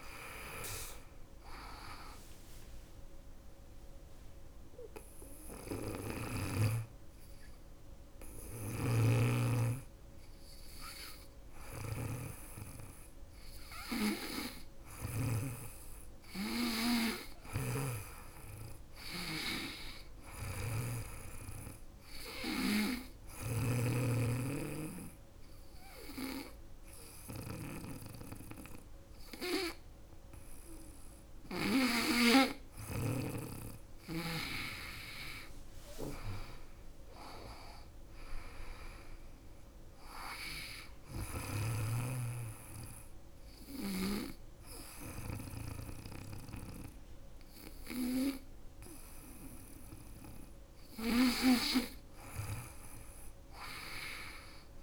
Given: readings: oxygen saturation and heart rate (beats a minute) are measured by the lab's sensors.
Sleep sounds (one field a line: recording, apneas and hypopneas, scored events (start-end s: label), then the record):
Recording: breathing in sleep by a room microphone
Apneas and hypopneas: 3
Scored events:
2.50-12.50 s: hypopnea (oxygen 99% before, 95% lowest, heart rate 82 before, 74 extreme, up 4 after)
4.50-14.50 s: snoring (device-marked)
15.00-18.50 s: arousal
16.50-32.50 s: snoring (device-marked)
22.00-32.00 s: obstructive apnea (oxygen 98% before, 95% lowest, heart rate 81 before, 72 extreme, up 12 after)
34.00-37.00 s: arousal
34.50-54.83 s: oxygen desaturation (device-marked, oxygen 98% before, 95% lowest, heart rate 78 before, 72 extreme)
39.50-49.50 s: obstructive apnea (oxygen 98% before, 95% lowest, heart rate 79 before, 72 extreme, up 12 after)
51.50-54.50 s: arousal
From the record:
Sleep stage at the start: N2 (light sleep)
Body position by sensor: on the back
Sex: female